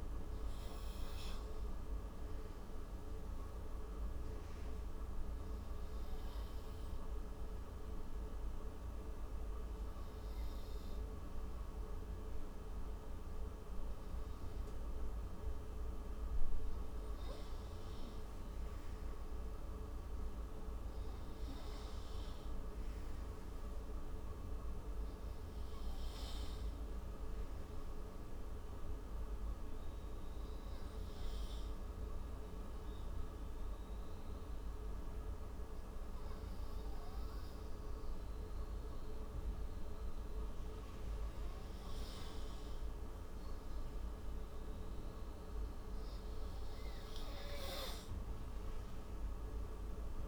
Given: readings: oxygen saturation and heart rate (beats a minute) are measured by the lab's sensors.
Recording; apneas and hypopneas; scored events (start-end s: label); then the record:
breathing in sleep, hard to hear, by a room microphone; 1
0.50-3.50 s: arousal
8.00-18.50 s: hypopnea (oxygen 99% before, 95% lowest)
20.50-23.50 s: arousal
From the record:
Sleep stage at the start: N2 (light sleep); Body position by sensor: on the right side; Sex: male